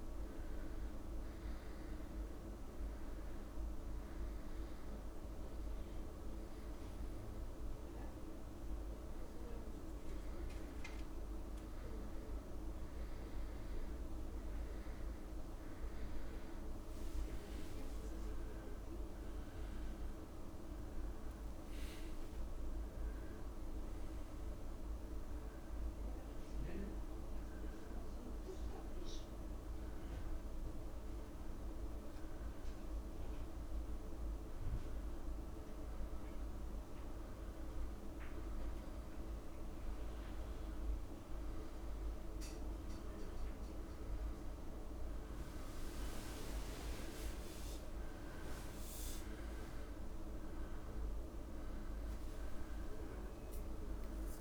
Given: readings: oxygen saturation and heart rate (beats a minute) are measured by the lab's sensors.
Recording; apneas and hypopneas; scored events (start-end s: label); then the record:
breathing in sleep, hard to hear, by a room microphone; 2
0.00-9.50 s: oxygen desaturation (device-marked, oxygen 93% lowest, heart rate 77 extreme)
4.00-14.00 s: hypopnea (oxygen 98% before, 93% lowest, heart rate 77 before, 79 extreme, up 2 after)
17.00-20.50 s: arousal
30.00-43.50 s: hypopnea (oxygen 95% before, 93% lowest, heart rate 80 before, 79 extreme, up 1 after)
From the record:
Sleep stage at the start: N2 (light sleep); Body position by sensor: on the back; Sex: male